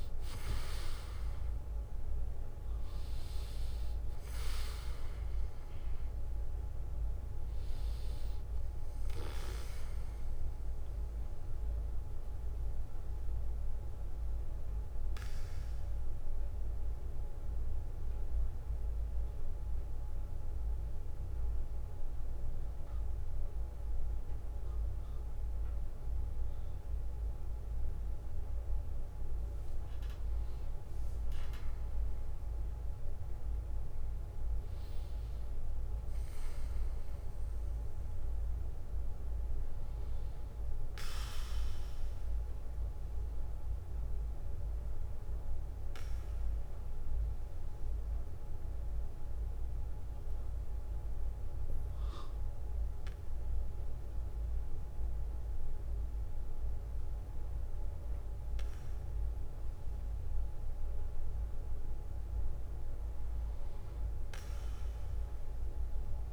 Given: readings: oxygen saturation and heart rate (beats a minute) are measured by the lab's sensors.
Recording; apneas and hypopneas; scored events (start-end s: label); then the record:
breathing in sleep, hard to hear, by a room microphone; 2
16.00-28.50 s: central apnea (oxygen 96% before, 90% lowest, heart rate 68 before, 58 extreme, up 10 after)
18.50-21.50 s: bradycardia (device-marked, heart rate 60 before, 65 extreme)
20.50-37.50 s: oxygen desaturation (device-marked, oxygen 96% before, 90% lowest, heart rate 67 before, 58 extreme)
30.00-33.50 s: arousal
45.00-58.00 s: hypopnea (oxygen 99% before, 95% lowest, heart rate 64 before, 60 extreme, up 10 after)
60.50-64.50 s: arousal
From the record:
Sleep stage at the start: N2 (light sleep); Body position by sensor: on the back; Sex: male